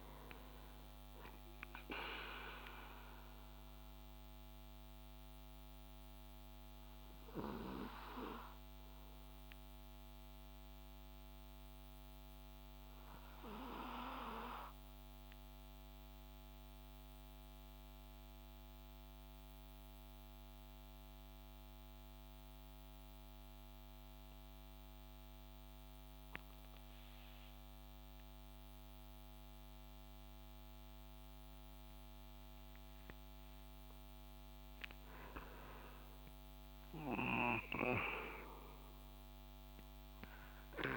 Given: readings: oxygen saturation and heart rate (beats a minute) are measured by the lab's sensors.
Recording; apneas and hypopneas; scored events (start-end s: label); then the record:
breathing in sleep by a microphone on the trachea; 1
0.00-11.50 s: oxygen desaturation (device-marked, oxygen 89% lowest)
3.50-33.50 s: obstructive apnea (oxygen 96% before, 89% lowest)
35.00-40.50 s: arousal
35.50-40.97 s: oxygen desaturation (device-marked, oxygen 96% before, 91% lowest)
From the record:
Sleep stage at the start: N2 (light sleep); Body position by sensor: on the back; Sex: male